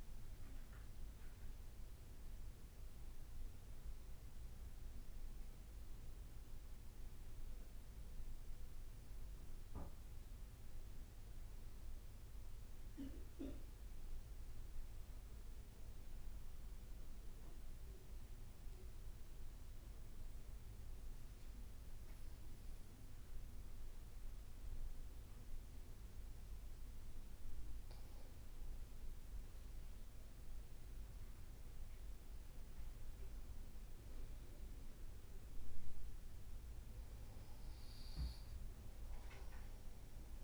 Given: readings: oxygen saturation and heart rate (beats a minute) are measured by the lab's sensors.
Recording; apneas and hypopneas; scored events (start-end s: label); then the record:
breathing in sleep, hard to hear, by a room microphone; 1
4.00-40.44 s: new sleep stage, N2 (light sleep)
4.50-9.00 s: arousal
16.00-26.00 s: mixed apnea (oxygen 97% before, 92% lowest, heart rate 57 before, 52 extreme, up 0 after)
34.00-37.50 s: arousal
36.00-40.44 s: oxygen desaturation (device-marked, oxygen 95% before, 92% lowest, heart rate 53 before, 51 extreme)
From the record:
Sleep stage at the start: N1 (lightest sleep); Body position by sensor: on the back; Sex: male